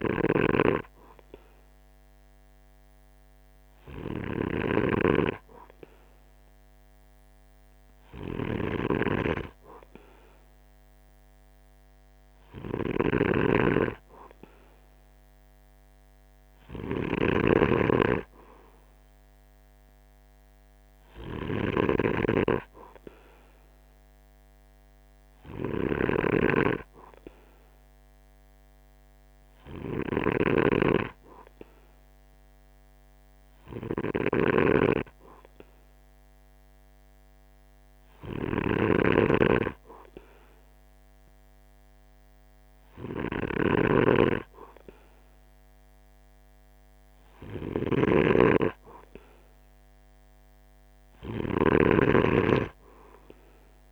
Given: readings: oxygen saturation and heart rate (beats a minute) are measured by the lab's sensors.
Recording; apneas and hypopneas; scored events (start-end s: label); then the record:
breathing in sleep by a microphone on the trachea; none
0.00-53.92 s: snoring (device-marked)
From the record:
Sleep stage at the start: N2 (light sleep); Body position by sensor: on the right side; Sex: male